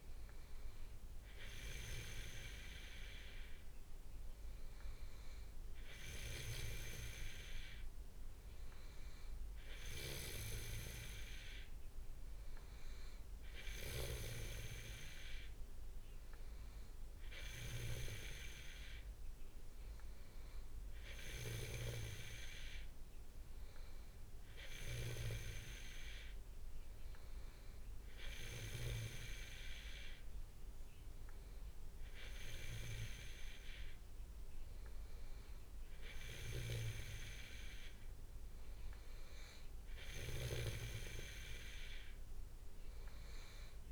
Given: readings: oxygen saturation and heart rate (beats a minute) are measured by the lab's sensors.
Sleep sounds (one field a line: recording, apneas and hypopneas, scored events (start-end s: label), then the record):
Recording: breathing in sleep by a room microphone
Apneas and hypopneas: none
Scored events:
none scored
From the record:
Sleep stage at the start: N2 (light sleep)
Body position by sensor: on the back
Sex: male